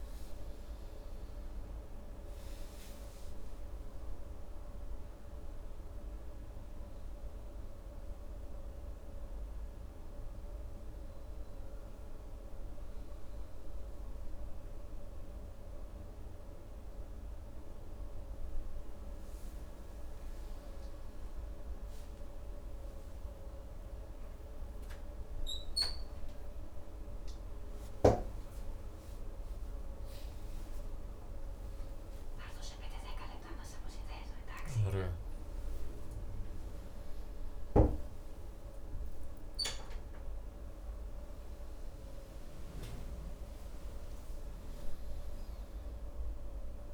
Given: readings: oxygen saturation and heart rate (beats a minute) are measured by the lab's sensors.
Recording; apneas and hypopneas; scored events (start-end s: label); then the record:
a person awake in a sleep study, hard to hear, by a room microphone; none
none scored
From the record:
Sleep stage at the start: awake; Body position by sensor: on the right side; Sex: male